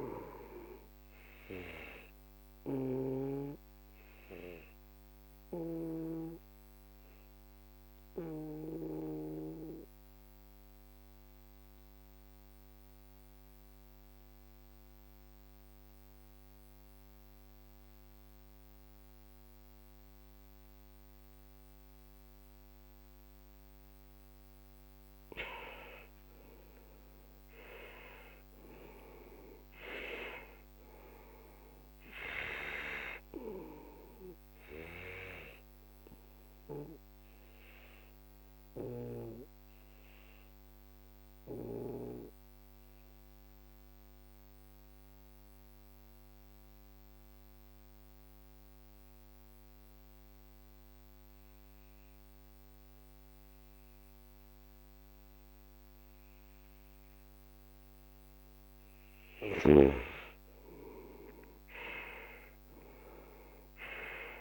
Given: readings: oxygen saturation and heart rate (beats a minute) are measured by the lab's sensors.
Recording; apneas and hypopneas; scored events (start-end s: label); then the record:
breathing in sleep by a microphone on the trachea; 2
0.00-17.50 s: oxygen desaturation (device-marked, oxygen 92% lowest, heart rate 43 extreme)
1.50-24.50 s: obstructive apnea (oxygen 97% before, 91% lowest, heart rate 52 before, 43 extreme, up 14 after)
2.50-6.00 s: snoring (device-marked)
26.00-30.50 s: arousal
31.50-48.50 s: oxygen desaturation (device-marked, oxygen 97% before, 92% lowest, heart rate 50 before, 43 extreme)
34.50-58.50 s: obstructive apnea (oxygen 97% before, 90% lowest, heart rate 52 before, 41 extreme, up 12 after)
60.50-64.41 s: arousal
60.50-64.41 s: oxygen desaturation (device-marked, oxygen 97% before, 91% lowest, heart rate 46 before, 41 extreme)
From the record:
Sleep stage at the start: N2 (light sleep); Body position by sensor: on the back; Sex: male